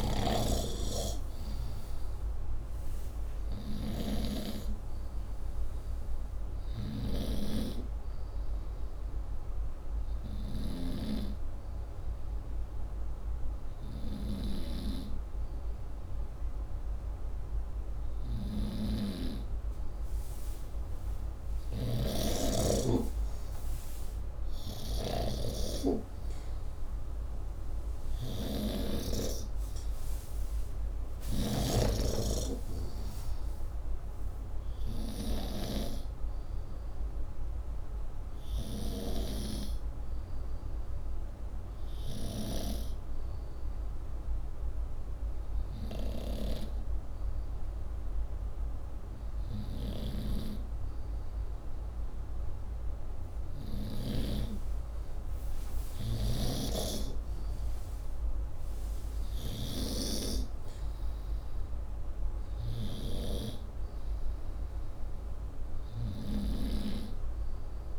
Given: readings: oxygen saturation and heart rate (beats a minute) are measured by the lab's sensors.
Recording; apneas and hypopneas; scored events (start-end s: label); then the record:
breathing in sleep by a room microphone; none
0.00-7.00 s: snoring (device-marked)
18.00-31.50 s: snoring (device-marked)
29.00-33.00 s: arousal
From the record:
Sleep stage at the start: N2 (light sleep); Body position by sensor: upright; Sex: male